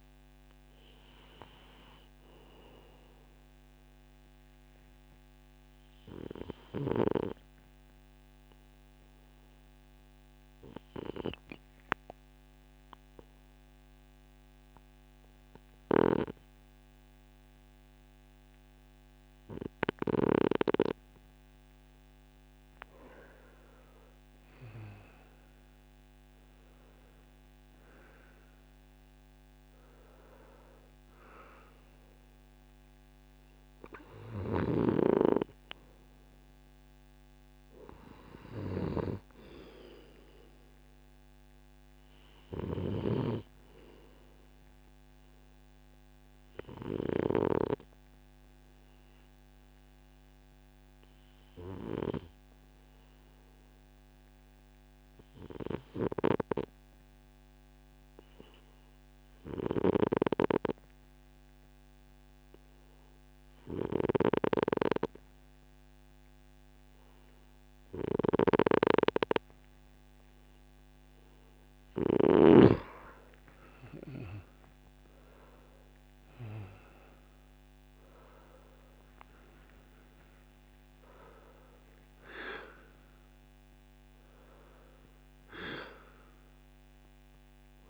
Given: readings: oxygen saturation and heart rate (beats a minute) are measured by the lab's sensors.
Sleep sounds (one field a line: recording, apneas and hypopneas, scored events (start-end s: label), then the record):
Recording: breathing in sleep by a microphone on the trachea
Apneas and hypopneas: 2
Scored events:
4.00-21.00 s: obstructive apnea (oxygen 96% before, 92% lowest)
23.00-26.50 s: arousal
23.00-51.00 s: oxygen desaturation (device-marked, oxygen 97% before, 92% lowest)
45.50-70.50 s: obstructive apnea (oxygen 96% before, 91% lowest)
72.00-75.00 s: arousal
75.00-87.90 s: oxygen desaturation (device-marked, oxygen 95% before, 91% lowest)
From the record:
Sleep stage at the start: N2 (light sleep)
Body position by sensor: on the right side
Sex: male